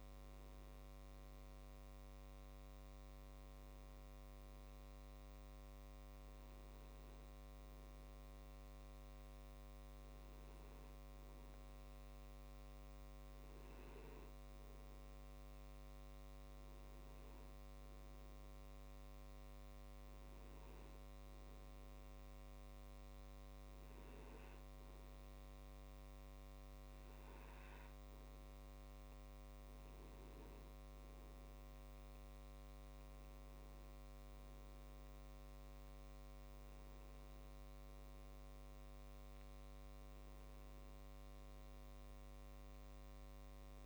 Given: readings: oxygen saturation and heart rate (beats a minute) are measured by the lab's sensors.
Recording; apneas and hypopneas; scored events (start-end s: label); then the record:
breathing in sleep, hard to hear, by a microphone on the trachea; none
none scored
From the record:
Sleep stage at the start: N1 (lightest sleep); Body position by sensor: on the back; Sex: male